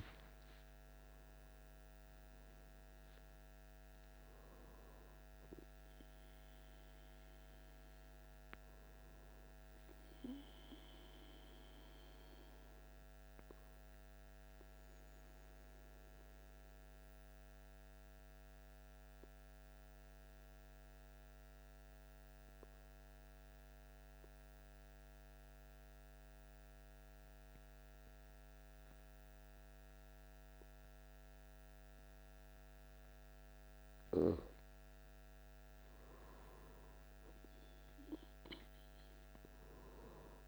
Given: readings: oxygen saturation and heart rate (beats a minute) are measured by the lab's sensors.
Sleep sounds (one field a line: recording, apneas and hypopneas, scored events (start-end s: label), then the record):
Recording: breathing in sleep, hard to hear, by a microphone on the trachea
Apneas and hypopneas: 1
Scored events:
12.50-35.00 s: obstructive apnea (oxygen 98% before, 95% lowest, heart rate 60 before, 56 extreme, up 5 after)
37.50-40.48 s: arousal
From the record:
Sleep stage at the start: N2 (light sleep)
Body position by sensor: on the back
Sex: male